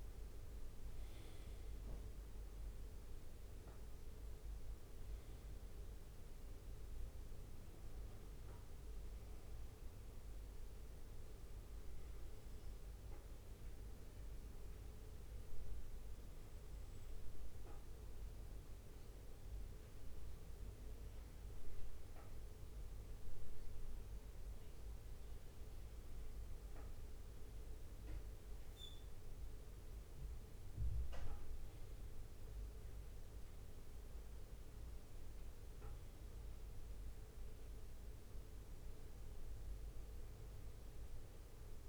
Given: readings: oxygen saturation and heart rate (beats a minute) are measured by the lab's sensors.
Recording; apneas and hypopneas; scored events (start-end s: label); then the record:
breathing in sleep, hard to hear, by a room microphone; 1
0.00-1.00 s: oxygen desaturation (device-marked, oxygen 94% lowest, heart rate 57 extreme)
1.00-41.89 s: bradycardia (device-marked, heart rate 59 before, 56 extreme)
7.00-23.00 s: oxygen desaturation (device-marked, oxygen 96% before, 93% lowest, heart rate 62 before, 56 extreme)
11.50-27.50 s: obstructive apnea (oxygen 97% before, 93% lowest, heart rate 61 before, 56 extreme, up 1 after)
28.50-33.00 s: arousal
From the record:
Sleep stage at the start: N2 (light sleep); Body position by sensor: on the back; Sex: male